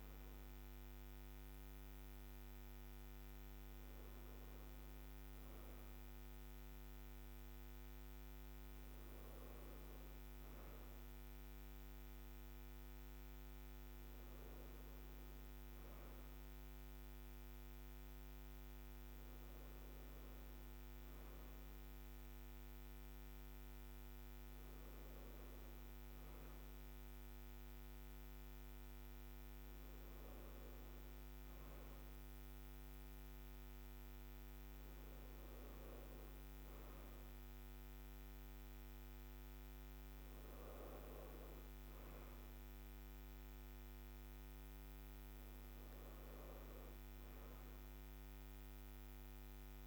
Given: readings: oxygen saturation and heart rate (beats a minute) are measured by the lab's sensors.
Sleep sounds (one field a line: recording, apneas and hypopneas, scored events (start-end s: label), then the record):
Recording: breathing in sleep, hard to hear, by a microphone on the trachea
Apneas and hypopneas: none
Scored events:
none scored
From the record:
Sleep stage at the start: N2 (light sleep)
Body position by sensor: on the right side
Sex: female